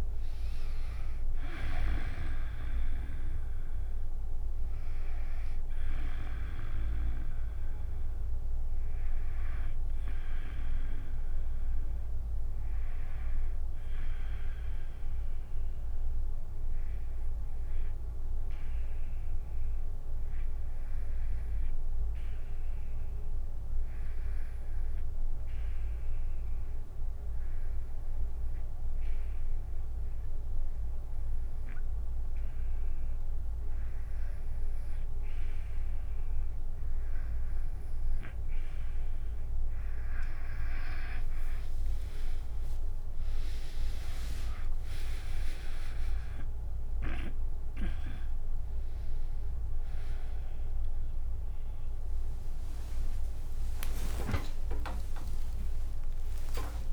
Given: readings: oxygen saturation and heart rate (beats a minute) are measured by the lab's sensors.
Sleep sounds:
a person partly awake in a sleep study, by a room microphone; 1
0.00-7.00 s: drop in pulse transit time (device-marked, heart rate 62 extreme)
0.00-15.00 s: oxygen desaturation (device-marked, oxygen 88% lowest, heart rate 53 extreme)
15.00-33.50 s: obstructive apnea (oxygen 97% before, 88% lowest, heart rate 67 before, 53 extreme, up 17 after)
33.00-56.93 s: new sleep stage, awake
36.00-56.93 s: oxygen desaturation (device-marked, oxygen 97% before, 88% lowest)
43.00-56.93 s: drop in pulse transit time (device-marked, heart rate 59 before, 78 extreme)
53.00-56.93 s: tachycardia (device-marked, heart rate 66 before, 127 extreme)
From the record:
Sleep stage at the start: REM sleep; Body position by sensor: on the back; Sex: female

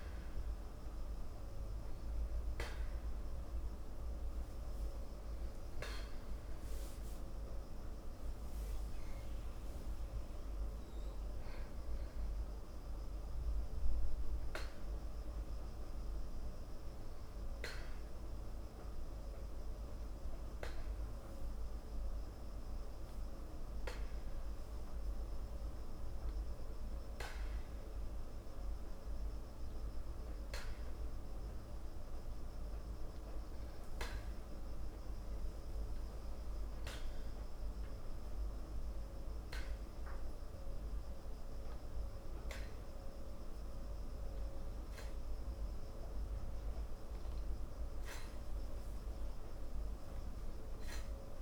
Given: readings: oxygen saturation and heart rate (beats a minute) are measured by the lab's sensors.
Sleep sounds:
breathing in sleep, hard to hear, by a room microphone; 1
0.00-17.50 s: oxygen desaturation (device-marked, oxygen 91% lowest, heart rate 55 extreme)
15.50-26.50 s: hypopnea (oxygen 94% before, 92% lowest, heart rate 55 before, 54 extreme, up 0 after)
28.00-31.50 s: arousal
From the record:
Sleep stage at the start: N2 (light sleep); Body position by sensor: on the back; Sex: male

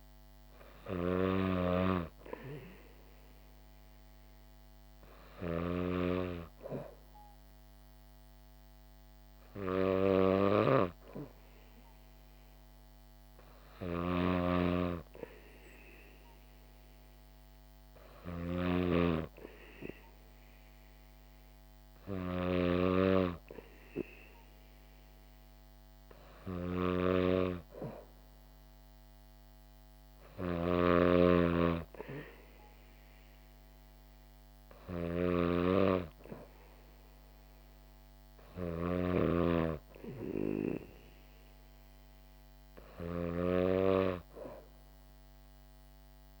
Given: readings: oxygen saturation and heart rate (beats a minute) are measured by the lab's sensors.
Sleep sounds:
breathing in sleep by a microphone on the trachea; none
0.00-46.40 s: snoring (device-marked)
From the record:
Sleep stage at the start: N2 (light sleep); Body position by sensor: on the back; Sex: female

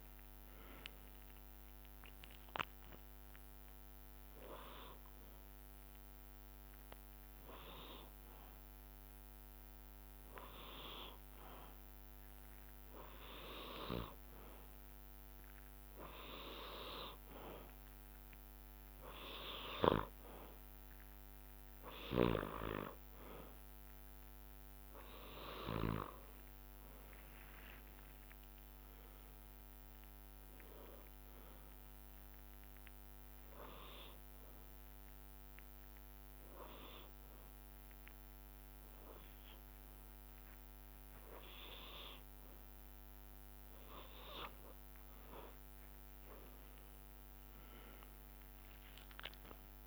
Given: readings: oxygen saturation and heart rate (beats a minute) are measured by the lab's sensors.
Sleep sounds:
breathing in sleep by a microphone on the trachea; 2
0.00-1.50 s: arousal
0.00-11.00 s: drop in pulse transit time (device-marked, heart rate 63 extreme)
6.00-16.50 s: hypopnea (oxygen 94% before, 91% lowest, heart rate 69 before, 61 extreme, up 4 after)
27.50-31.00 s: arousal
33.50-43.50 s: hypopnea (oxygen 96% before, 92% lowest, heart rate 65 before, 59 extreme, up 9 after)
46.50-49.87 s: arousal
47.00-49.87 s: drop in pulse transit time (device-marked, heart rate 65 before, 63 extreme)
From the record:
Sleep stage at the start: N2 (light sleep); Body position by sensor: on the back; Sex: male

